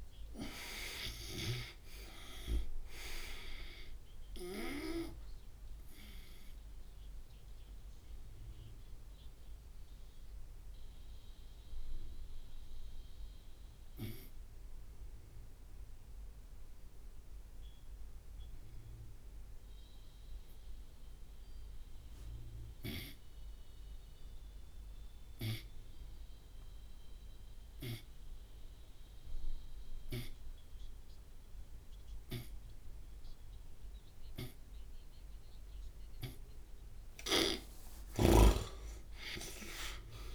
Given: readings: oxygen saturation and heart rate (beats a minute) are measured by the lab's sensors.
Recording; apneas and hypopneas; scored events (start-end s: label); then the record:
breathing in sleep by a room microphone; 1
0.00-2.00 s: snoring (device-marked)
8.00-36.00 s: obstructive apnea (oxygen 98% before, 88% lowest)
19.50-30.50 s: oxygen desaturation (device-marked, oxygen 96% before, 89% lowest)
38.50-40.35 s: arousal
From the record:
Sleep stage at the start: N2 (light sleep); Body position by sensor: on the right side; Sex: male